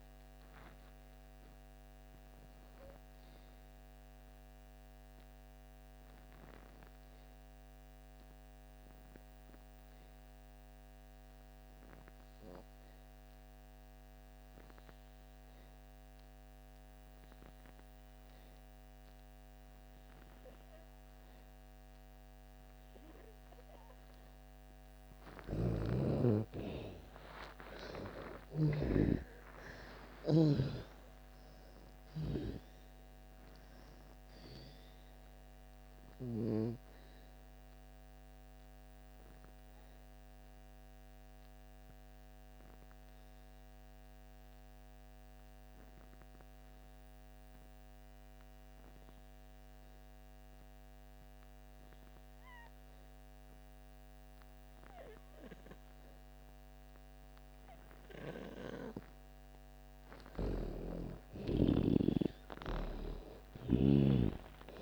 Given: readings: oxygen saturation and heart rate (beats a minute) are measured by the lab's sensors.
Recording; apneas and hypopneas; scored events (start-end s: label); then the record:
breathing in sleep by a microphone on the trachea; 2
0.00-15.00 s: oxygen desaturation (device-marked, oxygen 85% lowest)
0.50-23.50 s: obstructive apnea (oxygen 98% before, 80% lowest)
21.00-48.00 s: oxygen desaturation (device-marked, oxygen 97% before, 80% lowest)
25.00-28.50 s: snoring (device-marked)
26.50-30.50 s: arousal
34.50-59.00 s: obstructive apnea (oxygen 97% before, 78% lowest)
60.00-64.81 s: oxygen desaturation (device-marked, oxygen 97% before, 81% lowest)
62.00-64.81 s: arousal
From the record:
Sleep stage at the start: N2 (light sleep); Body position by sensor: on the back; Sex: female